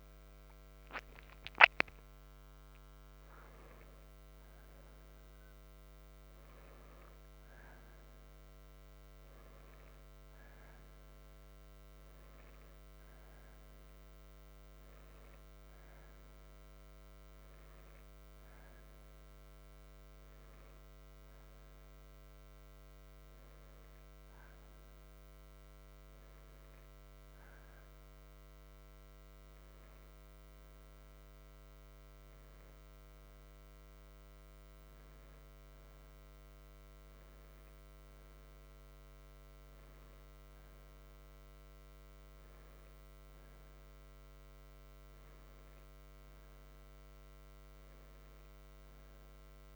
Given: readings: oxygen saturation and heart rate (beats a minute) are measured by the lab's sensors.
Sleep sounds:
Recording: breathing in sleep, hard to hear, by a microphone on the trachea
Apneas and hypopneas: none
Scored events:
0.00-1.00 s: arousal
From the record:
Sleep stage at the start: N2 (light sleep)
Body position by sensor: on the right side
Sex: male

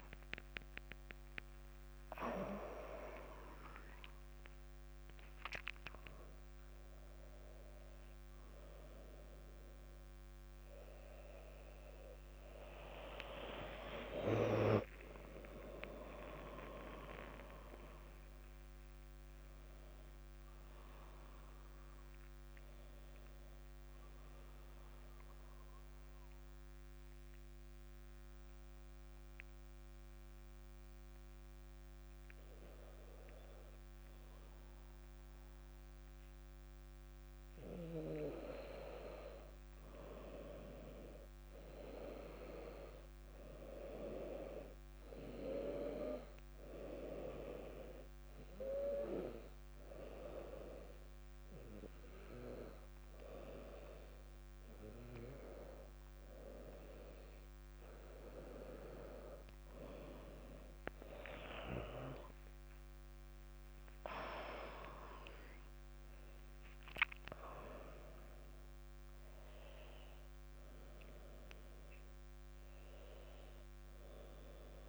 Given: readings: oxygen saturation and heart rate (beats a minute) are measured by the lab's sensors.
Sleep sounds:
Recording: breathing in sleep by a microphone on the trachea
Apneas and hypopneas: 2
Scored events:
0.00-4.50 s: arousal
16.00-21.00 s: arousal
18.00-29.00 s: drop in pulse transit time (device-marked, heart rate 64 before, 59 extreme)
24.50-38.00 s: mixed apnea (oxygen 99% before, 96% lowest, heart rate 65 before, 58 extreme, up 2 after)
41.00-45.50 s: arousal
48.00-58.00 s: oxygen desaturation (device-marked, oxygen 99% before, 96% lowest, heart rate 61 before, 58 extreme)
48.00-59.00 s: hypopnea (oxygen 99% before, 96% lowest, heart rate 61 before, 58 extreme, up 10 after)
61.00-74.00 s: drop in pulse transit time (device-marked, heart rate 60 before, 60 extreme)
62.00-67.00 s: arousal
From the record:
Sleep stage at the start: N2 (light sleep)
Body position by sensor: on the back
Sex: female

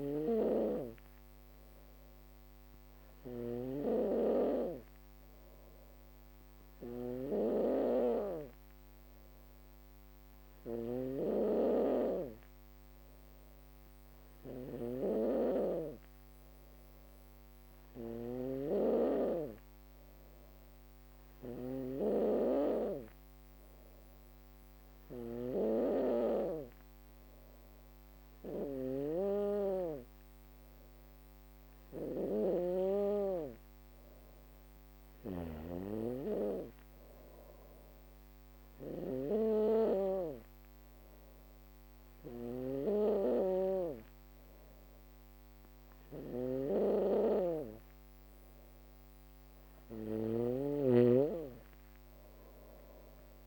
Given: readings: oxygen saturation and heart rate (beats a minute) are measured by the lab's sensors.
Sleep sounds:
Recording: breathing in sleep by a microphone on the trachea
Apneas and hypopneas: none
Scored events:
0.00-53.47 s: snoring (device-marked)
49.00-53.47 s: drop in pulse transit time (device-marked, heart rate 66 before, 57 extreme)
From the record:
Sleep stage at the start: N2 (light sleep)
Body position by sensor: on the back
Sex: female

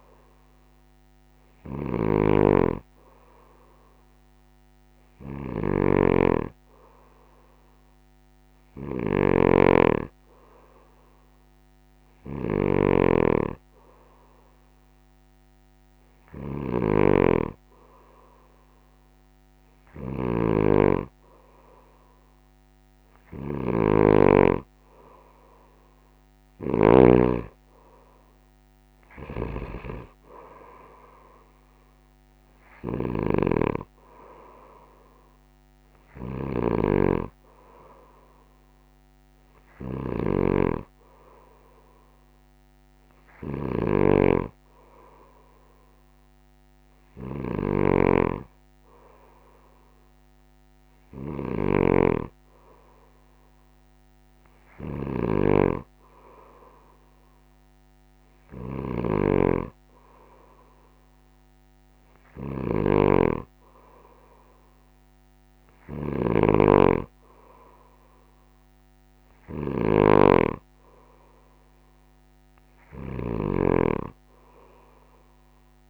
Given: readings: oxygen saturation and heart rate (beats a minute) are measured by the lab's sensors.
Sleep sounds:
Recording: breathing in sleep by a microphone on the trachea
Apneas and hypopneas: none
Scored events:
0.00-27.00 s: snoring (device-marked)
29.00-75.89 s: snoring (device-marked)
From the record:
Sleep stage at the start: N2 (light sleep)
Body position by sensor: on the right side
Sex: male

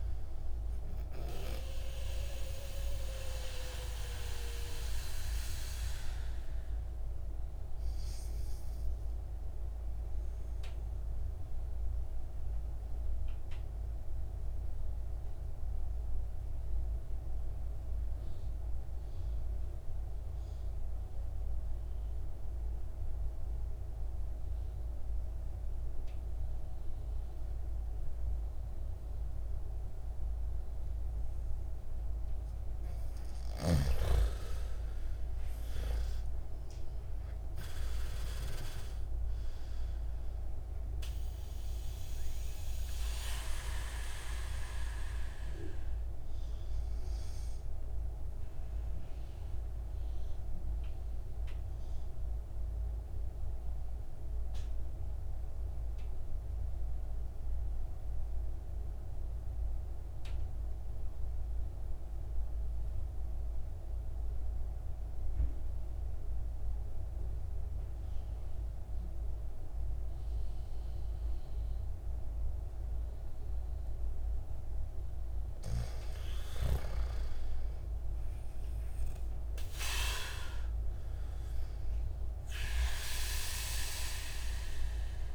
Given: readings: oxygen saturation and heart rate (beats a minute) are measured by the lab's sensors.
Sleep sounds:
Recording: breathing in sleep by a room microphone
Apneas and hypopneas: 2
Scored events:
0.00-25.00 s: oxygen desaturation (device-marked, oxygen 83% lowest, heart rate 53 extreme)
1.50-32.50 s: obstructive apnea (oxygen 99% before, 83% lowest, heart rate 56 before, 52 extreme, up 13 after)
34.50-37.50 s: arousal
36.00-68.00 s: oxygen desaturation (device-marked, oxygen 99% before, 83% lowest, heart rate 55 before, 52 extreme)
47.50-75.00 s: mixed apnea (oxygen 99% before, 83% lowest, heart rate 61 before, 52 extreme, up 6 after)
76.50-80.00 s: arousal
79.00-85.35 s: oxygen desaturation (device-marked, oxygen 100% before, 84% lowest, heart rate 57 before, 51 extreme)
From the record:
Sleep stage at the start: N2 (light sleep)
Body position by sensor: on the back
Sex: male

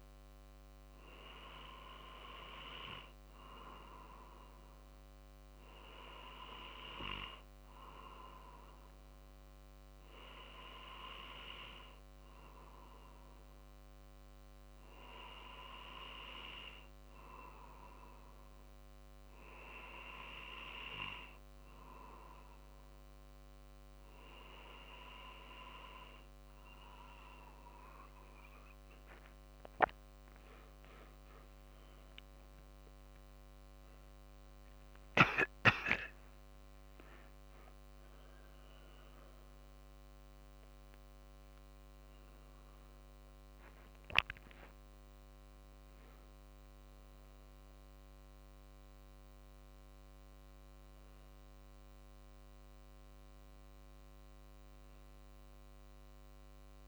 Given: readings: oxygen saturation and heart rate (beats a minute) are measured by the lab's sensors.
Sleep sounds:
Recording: breathing in sleep by a microphone on the trachea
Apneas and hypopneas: 1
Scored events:
0.00-8.50 s: drop in pulse transit time (device-marked, heart rate 48 extreme)
9.00-27.00 s: hypopnea (oxygen 95% before, 93% lowest, heart rate 49 before, 48 extreme, up 4 after)
33.50-49.50 s: drop in pulse transit time (device-marked, heart rate 49 before, 52 extreme)
36.00-42.00 s: arousal
38.50-56.88 s: new sleep stage, N1 (lightest sleep)
From the record:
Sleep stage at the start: N2 (light sleep)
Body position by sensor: on the back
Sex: male

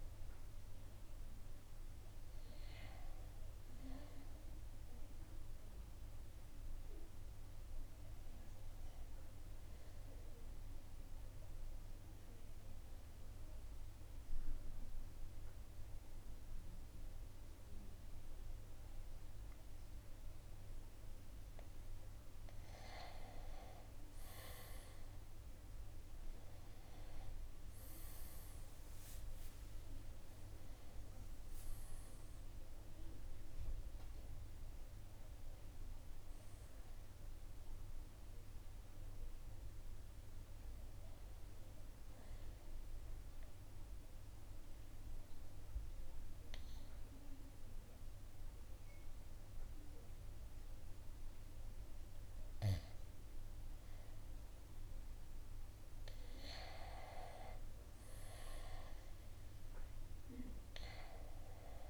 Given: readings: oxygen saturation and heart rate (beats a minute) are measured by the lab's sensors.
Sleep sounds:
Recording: breathing in sleep by a room microphone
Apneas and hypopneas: 2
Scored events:
0.00-14.00 s: oxygen desaturation (device-marked, oxygen 94% before, 90% lowest, heart rate 69 before, 66 extreme)
10.50-21.00 s: obstructive apnea (oxygen 95% before, 86% lowest, heart rate 71 before, 66 extreme, up 3 after)
22.50-27.00 s: arousal
27.00-44.00 s: oxygen desaturation (device-marked, oxygen 95% before, 86% lowest, heart rate 69 before, 64 extreme)
29.00-46.00 s: drop in pulse transit time (device-marked, heart rate 69 before, 70 extreme)
42.50-53.00 s: obstructive apnea (oxygen 96% before, 88% lowest, heart rate 72 before, 62 extreme, up 2 after)
56.00-60.50 s: arousal
60.00-61.89 s: new sleep stage, N2 (light sleep)
60.00-61.89 s: oxygen desaturation (device-marked, oxygen 96% before, 88% lowest, heart rate 67 before, 62 extreme)
From the record:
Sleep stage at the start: N1 (lightest sleep)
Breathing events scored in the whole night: 538 in 7.3 hours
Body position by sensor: on the right side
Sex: male

